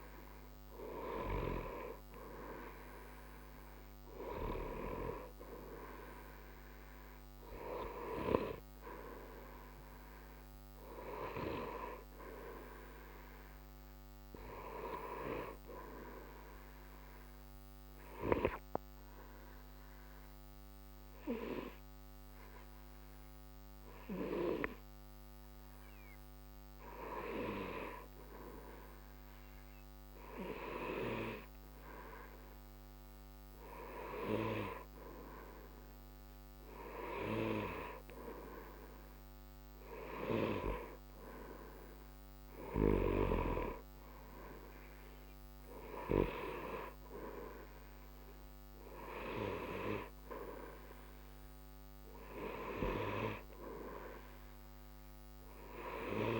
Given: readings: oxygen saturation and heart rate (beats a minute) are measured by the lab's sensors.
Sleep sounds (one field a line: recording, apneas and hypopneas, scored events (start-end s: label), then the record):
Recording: breathing in sleep by a microphone on the trachea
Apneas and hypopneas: 1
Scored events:
17.00-27.00 s: obstructive apnea (oxygen 94% before, 93% lowest, heart rate 60 before, 60 extreme, up 0 after)
29.00-34.00 s: arousal
From the record:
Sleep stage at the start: N2 (light sleep)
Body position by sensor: on the right side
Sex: male